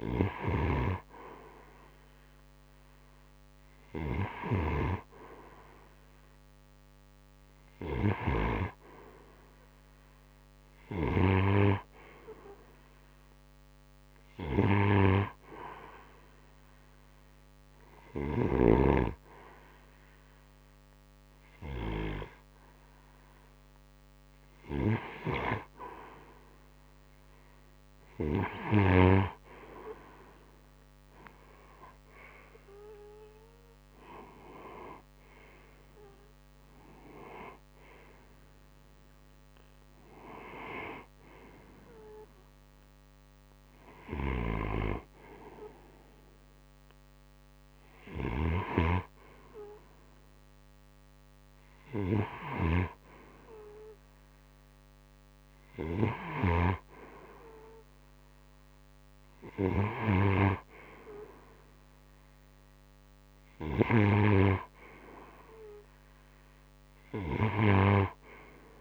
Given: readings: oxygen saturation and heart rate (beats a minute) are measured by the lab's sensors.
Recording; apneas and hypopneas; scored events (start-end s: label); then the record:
breathing in sleep by a microphone on the trachea; 1
0.00-4.00 s: snoring (device-marked)
6.50-11.00 s: arousal
15.00-25.50 s: hypopnea (oxygen 92% before, 90% lowest, heart rate 45 before, 33 extreme, up 25 after)
30.00-34.00 s: arousal
47.00-52.00 s: snoring (device-marked)
From the record:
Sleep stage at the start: N2 (light sleep); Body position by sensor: on the right side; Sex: male